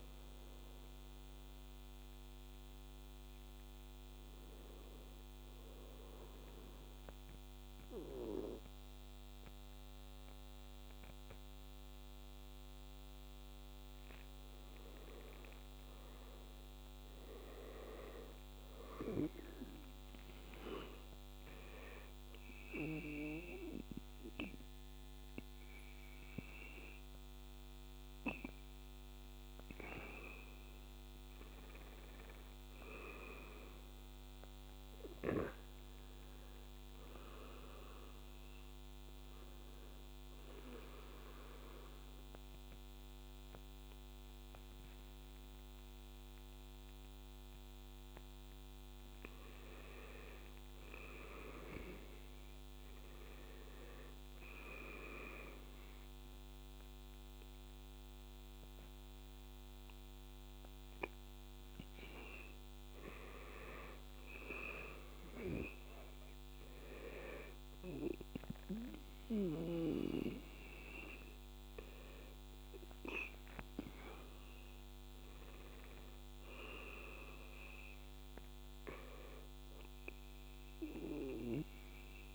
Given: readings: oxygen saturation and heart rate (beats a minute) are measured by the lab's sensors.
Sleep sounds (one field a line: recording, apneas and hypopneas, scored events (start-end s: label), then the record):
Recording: breathing in sleep by a microphone on the trachea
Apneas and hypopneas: 3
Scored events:
0.00-2.00 s: arousal
0.00-9.00 s: oxygen desaturation (device-marked, oxygen 86% lowest, heart rate 75 extreme)
5.00-15.00 s: central apnea (oxygen 95% before, 87% lowest, heart rate 83 before, 75 extreme, up 6 after)
16.00-19.50 s: arousal
20.00-33.00 s: oxygen desaturation (device-marked, oxygen 99% before, 89% lowest, heart rate 81 before, 76 extreme)
21.50-31.50 s: central apnea (oxygen 99% before, 89% lowest, heart rate 81 before, 77 extreme, up 7 after)
33.00-37.00 s: arousal
40.00-50.00 s: obstructive apnea (oxygen 99% before, 90% lowest, heart rate 80 before, 77 extreme, up 4 after)
52.50-56.00 s: arousal
61.00-69.00 s: oxygen desaturation (device-marked, oxygen 95% before, 90% lowest, heart rate 79 before, 79 extreme)
From the record:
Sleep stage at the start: N2 (light sleep)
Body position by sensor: on the back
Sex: male